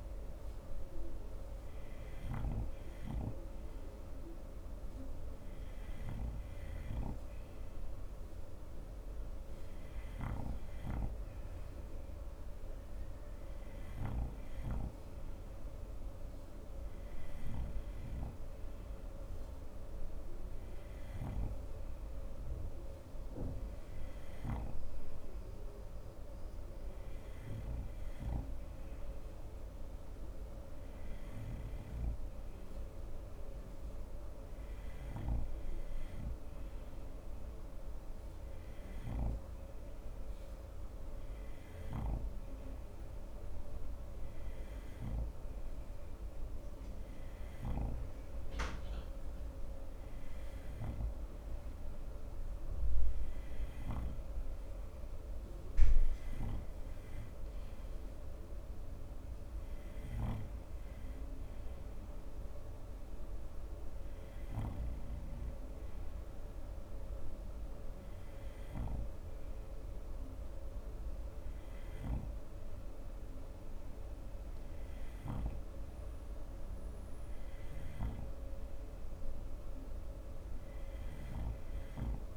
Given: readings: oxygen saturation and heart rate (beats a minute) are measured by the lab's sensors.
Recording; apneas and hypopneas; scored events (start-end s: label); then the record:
breathing in sleep by a room microphone; none
none scored
From the record:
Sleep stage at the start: N2 (light sleep); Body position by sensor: on the front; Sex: male